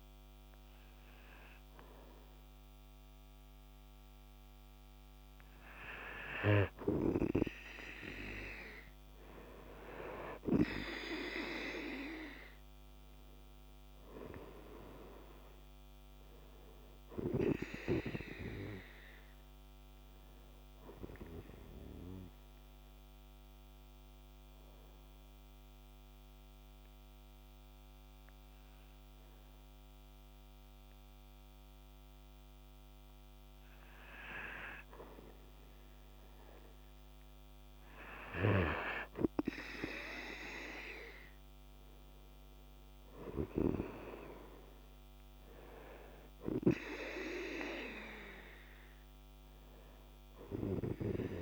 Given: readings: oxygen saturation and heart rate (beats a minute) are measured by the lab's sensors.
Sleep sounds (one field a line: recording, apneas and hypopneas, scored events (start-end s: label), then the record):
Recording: breathing in sleep by a microphone on the trachea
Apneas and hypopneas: 1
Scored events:
2.00-9.00 s: oxygen desaturation (device-marked, oxygen 96% before, 92% lowest, heart rate 51 before, 50 extreme)
14.50-18.00 s: arousal
24.50-35.50 s: obstructive apnea (oxygen 96% before, 93% lowest, heart rate 52 before, 48 extreme, up 5 after)
37.00-46.00 s: oxygen desaturation (device-marked, oxygen 97% before, 93% lowest, heart rate 51 before, 48 extreme)
37.50-41.00 s: arousal
46.50-51.42 s: snoring (device-marked)
From the record:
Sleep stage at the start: N2 (light sleep)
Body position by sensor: on the right side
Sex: male